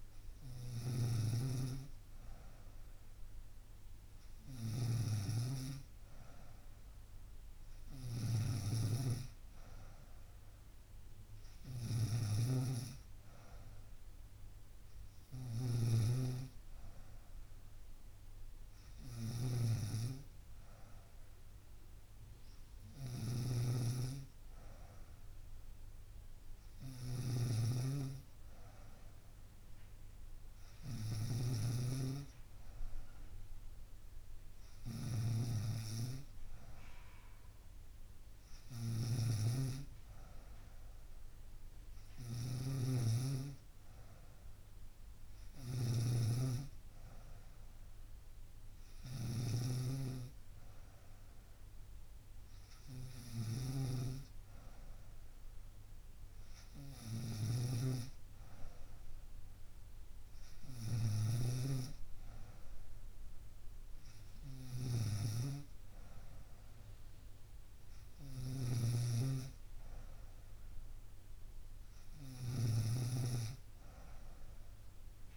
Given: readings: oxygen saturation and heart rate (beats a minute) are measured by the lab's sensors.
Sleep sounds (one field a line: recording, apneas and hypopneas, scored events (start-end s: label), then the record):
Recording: breathing in sleep by a room microphone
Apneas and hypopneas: none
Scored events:
0.00-75.37 s: snoring (device-marked)
From the record:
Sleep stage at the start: N3 (deep sleep)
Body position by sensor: on the right side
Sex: female